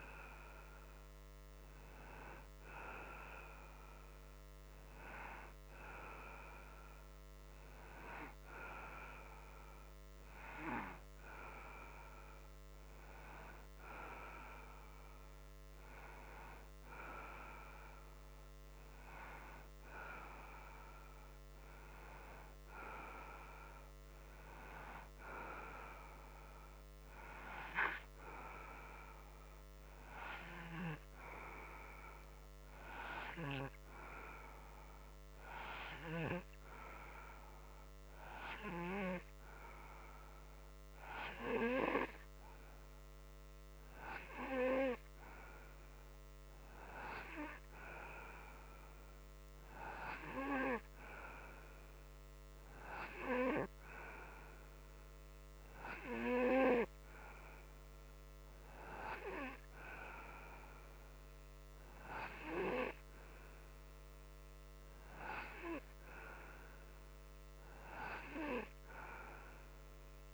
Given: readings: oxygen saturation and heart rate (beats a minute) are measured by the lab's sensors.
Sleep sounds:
breathing in sleep by a microphone on the trachea; 1
30.50-43.50 s: hypopnea (oxygen 93% before, 90% lowest)
45.00-49.00 s: arousal
From the record:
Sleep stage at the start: N2 (light sleep); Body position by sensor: upright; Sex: male

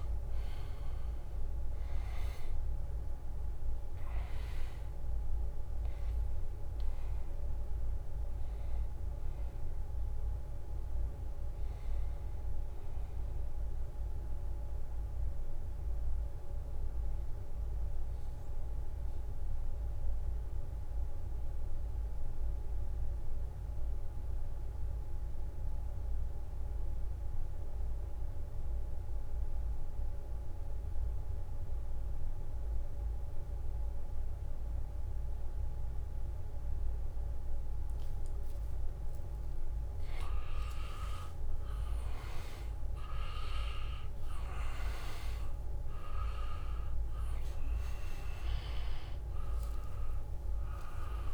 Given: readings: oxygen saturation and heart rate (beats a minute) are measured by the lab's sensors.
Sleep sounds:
breathing in sleep by a room microphone; 1
0.00-24.50 s: oxygen desaturation (device-marked, oxygen 77% lowest, heart rate 58 extreme)
17.00-40.50 s: mixed apnea (oxygen 86% before, 77% lowest, heart rate 71 before, 62 extreme, up 23 after)
37.50-51.33 s: oxygen desaturation (device-marked, oxygen 100% before, 83% lowest, heart rate 72 before, 62 extreme)
40.50-42.50 s: long interval between heartbeats (device-marked, heart rate 71 before, 75 extreme)
40.50-45.50 s: leg movement (device-marked)
42.00-46.50 s: arousal
From the record:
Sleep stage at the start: N2 (light sleep); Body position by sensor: on the back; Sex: male

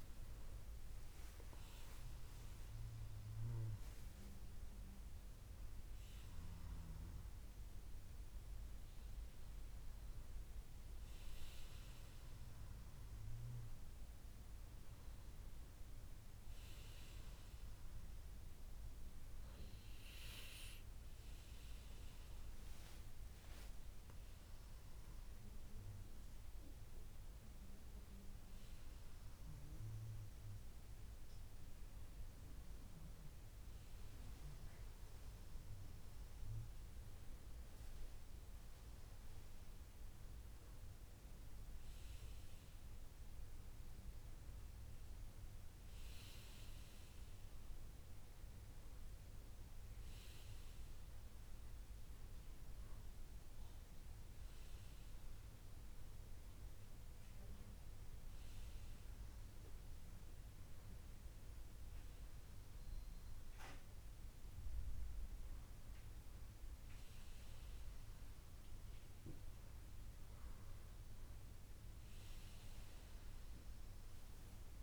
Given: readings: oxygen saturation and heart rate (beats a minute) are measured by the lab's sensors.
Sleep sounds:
breathing in sleep, hard to hear, by a room microphone; none
21.50-74.83 s: new sleep stage, N2 (light sleep)
From the record:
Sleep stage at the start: N1 (lightest sleep); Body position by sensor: on the back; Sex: male

